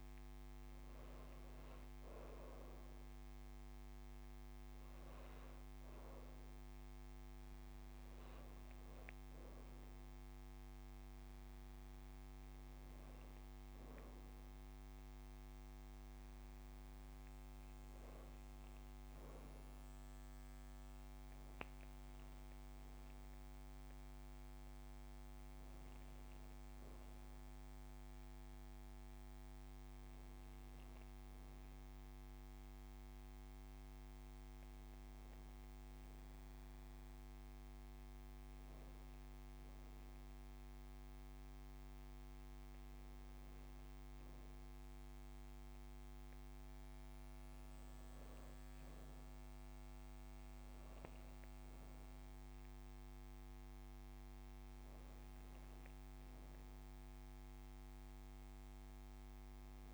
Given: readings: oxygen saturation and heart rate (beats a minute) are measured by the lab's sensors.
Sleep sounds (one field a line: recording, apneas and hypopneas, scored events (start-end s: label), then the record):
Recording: breathing in sleep, hard to hear, by a microphone on the trachea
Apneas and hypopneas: none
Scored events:
8.00-10.00 s: long interval between heartbeats (device-marked)
16.50-18.50 s: long interval between heartbeats (device-marked)
From the record:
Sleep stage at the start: N2 (light sleep)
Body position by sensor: on the back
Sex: female